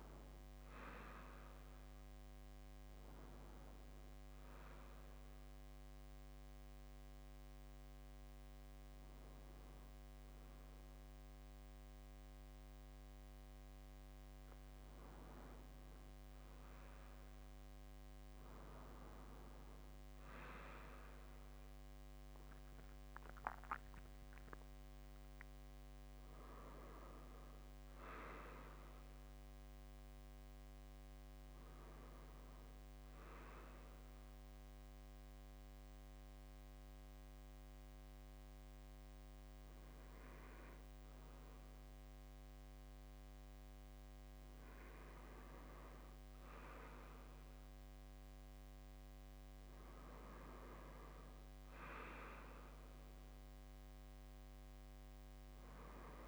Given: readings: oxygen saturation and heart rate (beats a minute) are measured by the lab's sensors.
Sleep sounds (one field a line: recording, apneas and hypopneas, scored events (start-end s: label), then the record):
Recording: breathing in sleep by a microphone on the trachea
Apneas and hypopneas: 1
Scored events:
23.00-29.00 s: arousal
33.50-44.50 s: hypopnea (oxygen 96% before, 94% lowest, heart rate 64 before, 58 extreme, up 2 after)
From the record:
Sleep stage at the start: N2 (light sleep)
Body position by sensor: on the left side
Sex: male